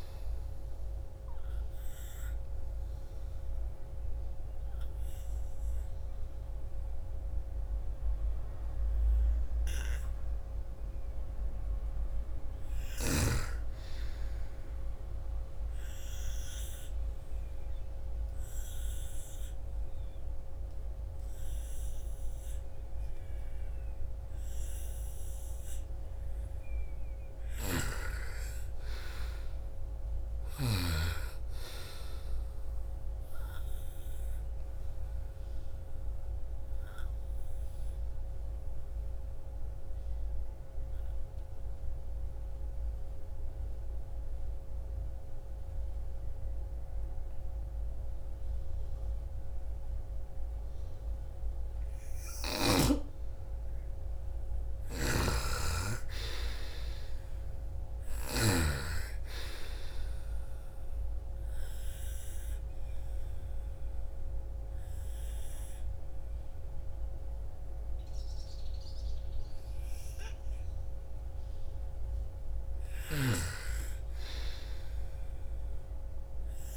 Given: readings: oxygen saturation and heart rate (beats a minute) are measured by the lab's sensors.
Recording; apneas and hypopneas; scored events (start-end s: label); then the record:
breathing in sleep by a room microphone; 4
0.00-14.50 s: oxygen desaturation (device-marked, oxygen 84% lowest, heart rate 55 extreme)
0.50-10.50 s: obstructive apnea (oxygen 99% before, 84% lowest, heart rate 60 before, 55 extreme, up 3 after)
11.50-13.00 s: arousal
15.00-26.00 s: obstructive apnea (oxygen 99% before, 85% lowest, heart rate 63 before, 56 extreme, up 31 after)
26.50-30.00 s: snoring (device-marked)
29.00-32.00 s: arousal
34.50-51.50 s: obstructive apnea (oxygen 98% before, 85% lowest, heart rate 70 before, 56 extreme, up 8 after)
36.50-46.50 s: oxygen desaturation (device-marked, oxygen 95% before, 90% lowest, heart rate 71 before, 56 extreme)
52.50-73.50 s: oxygen desaturation (device-marked, oxygen 98% before, 85% lowest, heart rate 60 before, 56 extreme)
53.50-56.50 s: arousal
54.00-58.00 s: snoring (device-marked)
60.00-70.50 s: obstructive apnea (oxygen 98% before, 85% lowest, heart rate 59 before, 56 extreme, up 4 after)
72.00-76.50 s: snoring (device-marked)
72.50-75.50 s: arousal
From the record:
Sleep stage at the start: N2 (light sleep); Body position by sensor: on the right side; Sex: female